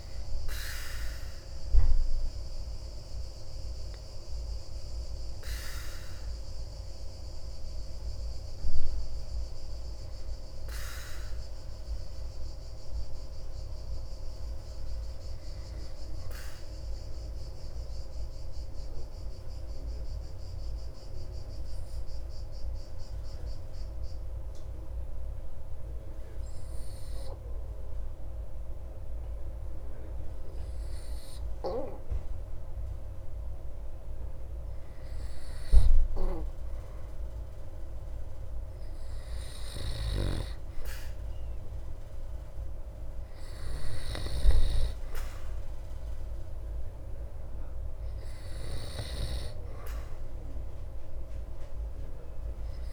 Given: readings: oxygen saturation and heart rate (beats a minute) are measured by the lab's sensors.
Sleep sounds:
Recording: breathing in sleep by a room microphone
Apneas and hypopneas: 1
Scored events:
18.00-35.50 s: obstructive apnea (oxygen 99% before, 92% lowest)
37.50-41.00 s: arousal
37.50-52.93 s: oxygen desaturation (device-marked, oxygen 98% before, 93% lowest)
From the record:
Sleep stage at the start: N2 (light sleep)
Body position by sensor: on the back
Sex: male

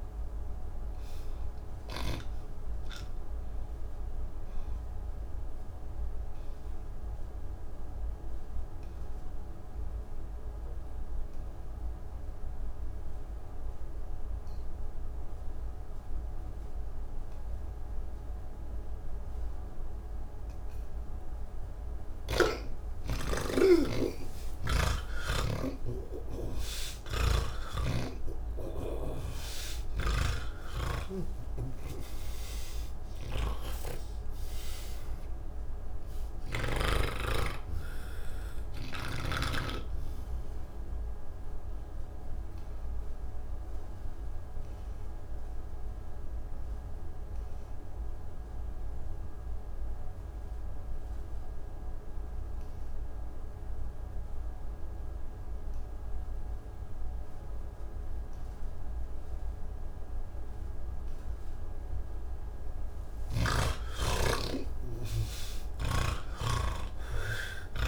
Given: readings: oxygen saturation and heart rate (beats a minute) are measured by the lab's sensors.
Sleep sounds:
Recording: breathing in sleep by a room microphone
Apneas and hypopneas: 2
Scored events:
2.00-21.00 s: obstructive apnea (oxygen 99% before, 81% lowest, heart rate 130 before, 98 extreme)
4.00-20.00 s: oxygen desaturation (device-marked, oxygen 95% before, 83% lowest, heart rate 128 before, 98 extreme)
22.00-55.00 s: oxygen desaturation (device-marked, oxygen 97% before, 81% lowest)
27.00-37.00 s: snoring (device-marked)
40.50-61.50 s: obstructive apnea (oxygen 97% before, 81% lowest)
65.50-67.88 s: snoring (device-marked)
From the record:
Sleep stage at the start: N3 (deep sleep)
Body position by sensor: on the back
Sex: male

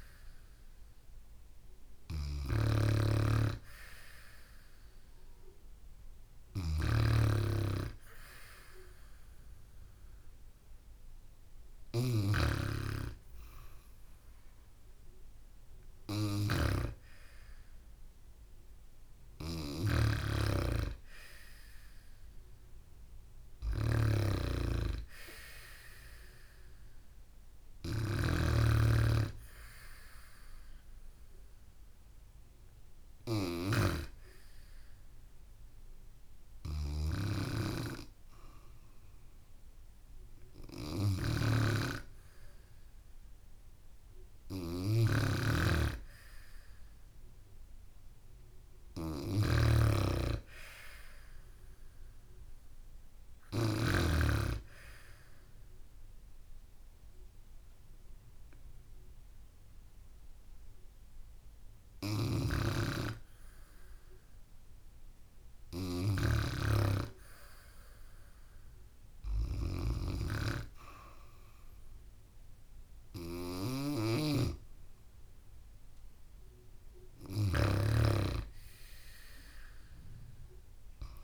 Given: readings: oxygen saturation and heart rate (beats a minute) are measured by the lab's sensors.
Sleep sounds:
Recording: breathing in sleep by a room microphone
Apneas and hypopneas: 1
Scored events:
0.00-12.00 s: snoring (device-marked)
19.50-54.00 s: snoring (device-marked)
21.50-23.50 s: bradycardia (device-marked, heart rate 71 before, 69 extreme)
45.50-49.50 s: arousal
54.50-66.50 s: hypopnea (oxygen 96% before, 94% lowest, heart rate 70 before, 66 extreme, up 5 after)
62.00-66.50 s: snoring (device-marked)
69.00-73.00 s: arousal
73.50-78.00 s: snoring (device-marked)
From the record:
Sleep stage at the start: N2 (light sleep)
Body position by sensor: on the back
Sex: female

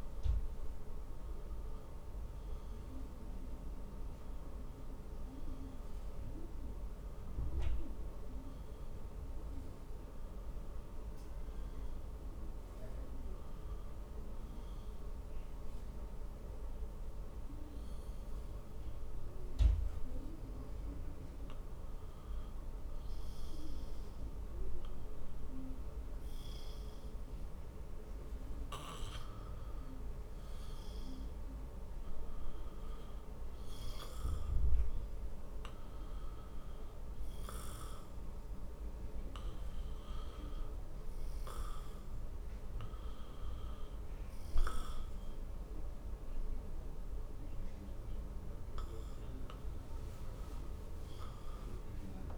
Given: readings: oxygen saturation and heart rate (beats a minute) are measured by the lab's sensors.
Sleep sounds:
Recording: breathing in sleep, hard to hear, by a room microphone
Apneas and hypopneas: 1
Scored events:
7.00-25.00 s: oxygen desaturation (device-marked, oxygen 96% before, 92% lowest, heart rate 61 before, 51 extreme)
8.50-27.00 s: hypopnea (oxygen 98% before, 91% lowest, heart rate 61 before, 51 extreme, up 5 after)
30.00-34.00 s: arousal
46.00-52.38 s: oxygen desaturation (device-marked, oxygen 96% before, 91% lowest, heart rate 54 before, 49 extreme)
From the record:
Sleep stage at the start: N2 (light sleep)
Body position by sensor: on the back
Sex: male

